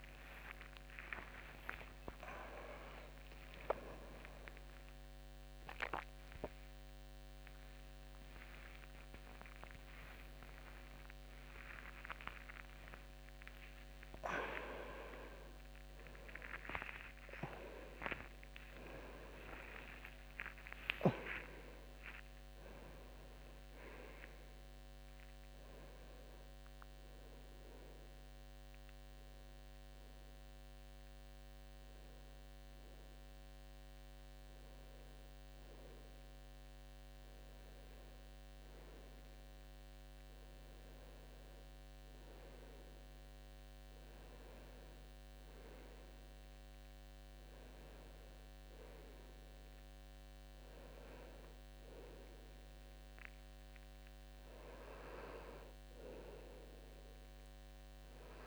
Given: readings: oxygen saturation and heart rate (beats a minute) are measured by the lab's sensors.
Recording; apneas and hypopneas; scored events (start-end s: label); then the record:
a person awake in a sleep study, by a microphone on the trachea; none
32.00-58.47 s: new sleep stage, N1 (lightest sleep)
From the record:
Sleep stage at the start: awake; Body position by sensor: on the left side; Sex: male